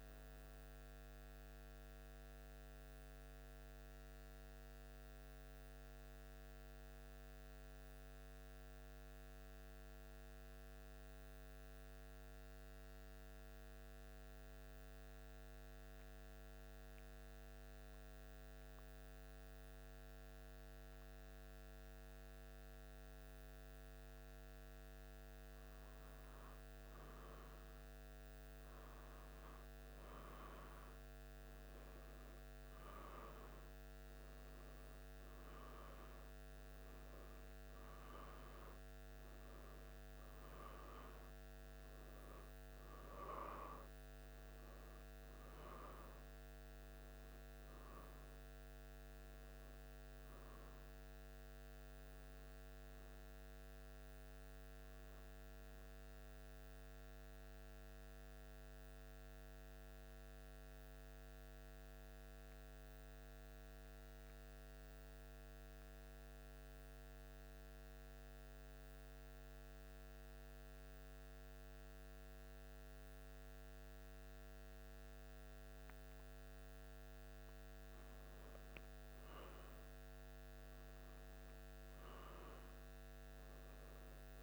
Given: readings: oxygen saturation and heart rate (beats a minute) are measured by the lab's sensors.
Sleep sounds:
breathing in sleep, hard to hear, by a microphone on the trachea; 2
0.50-24.50 s: central apnea (oxygen 97% before, 93% lowest, heart rate 77 before, 74 extreme, up 3 after)
26.50-31.00 s: arousal
26.50-41.50 s: oxygen desaturation (device-marked, oxygen 97% before, 94% lowest, heart rate 76 before, 74 extreme)
56.00-76.50 s: central apnea (oxygen 96% before, 92% lowest, heart rate 77 before, 74 extreme, up 1 after)
76.50-84.43 s: new sleep stage, N1 (lightest sleep)
77.00-80.00 s: arousal
77.50-84.43 s: oxygen desaturation (device-marked, oxygen 95% before, 92% lowest, heart rate 76 before, 74 extreme)
From the record:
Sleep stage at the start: N2 (light sleep); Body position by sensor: on the back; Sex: male

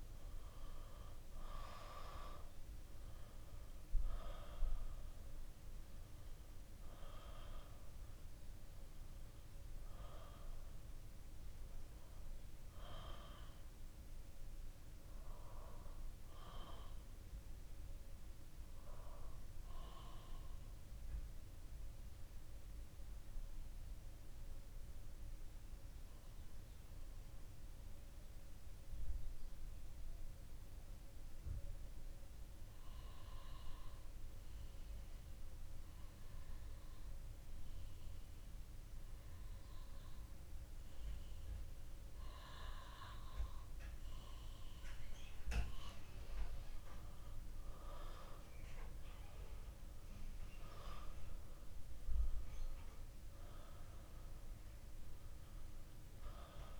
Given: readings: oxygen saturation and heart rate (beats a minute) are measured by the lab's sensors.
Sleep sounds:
breathing in sleep by a room microphone; 1
0.00-1.50 s: arousal
12.50-43.00 s: obstructive apnea (oxygen 95% before, 92% lowest, heart rate 67 before, 60 extreme, up 6 after)
52.00-56.50 s: arousal
From the record:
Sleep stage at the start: REM sleep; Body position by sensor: on the back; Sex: male

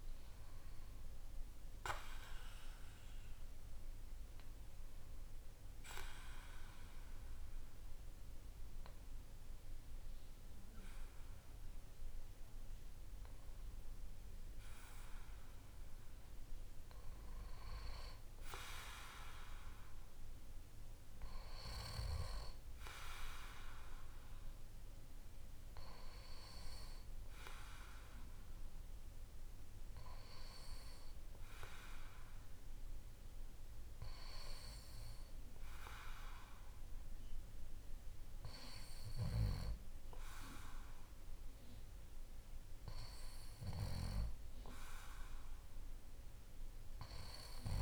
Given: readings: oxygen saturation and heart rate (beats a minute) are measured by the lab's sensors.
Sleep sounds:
breathing in sleep by a room microphone; none
none scored
From the record:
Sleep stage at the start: N2 (light sleep); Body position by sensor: on the back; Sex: male

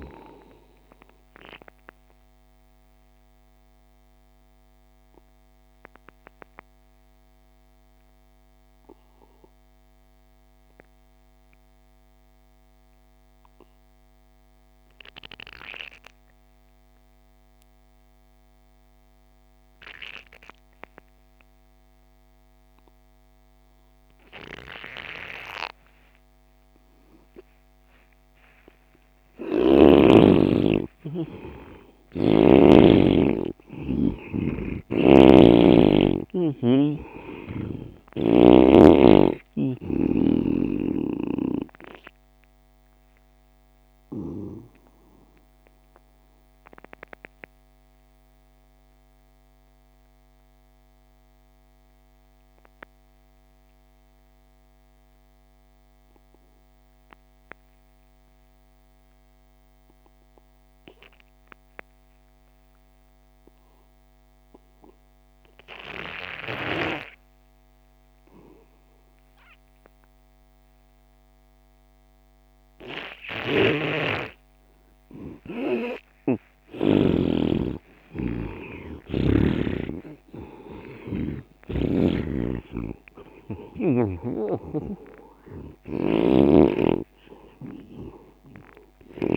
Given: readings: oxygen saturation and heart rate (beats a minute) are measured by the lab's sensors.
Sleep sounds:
breathing in sleep by a microphone on the trachea; 2
0.00-14.00 s: oxygen desaturation (device-marked, oxygen 85% lowest)
3.50-29.50 s: obstructive apnea (oxygen 98% before, 84% lowest)
28.00-55.00 s: oxygen desaturation (device-marked, oxygen 99% before, 85% lowest)
29.50-33.00 s: snoring (device-marked)
31.00-34.50 s: arousal
43.00-77.50 s: obstructive apnea (oxygen 99% before, 81% lowest)
68.00-89.37 s: oxygen desaturation (device-marked, oxygen 99% before, 81% lowest)
73.50-77.50 s: snoring (device-marked)
79.00-83.00 s: arousal
84.50-89.37 s: snoring (device-marked)
From the record:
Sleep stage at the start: N2 (light sleep); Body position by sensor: on the right side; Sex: male

